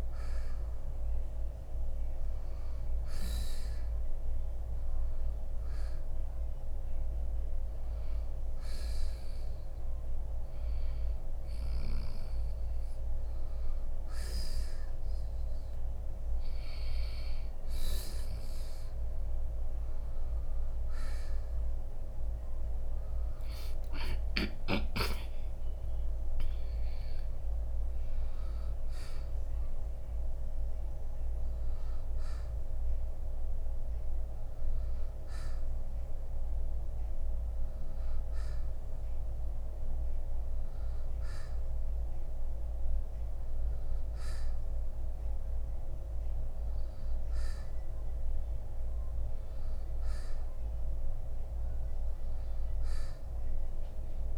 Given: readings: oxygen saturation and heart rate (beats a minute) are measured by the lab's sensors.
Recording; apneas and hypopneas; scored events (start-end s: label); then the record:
breathing in sleep, hard to hear, by a room microphone; none
23.00-28.00 s: arousal
28.00-38.00 s: oxygen desaturation (device-marked, oxygen 90% before, 87% lowest, heart rate 63 before, 57 extreme)
From the record:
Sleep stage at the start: N2 (light sleep); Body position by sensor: on the right side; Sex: male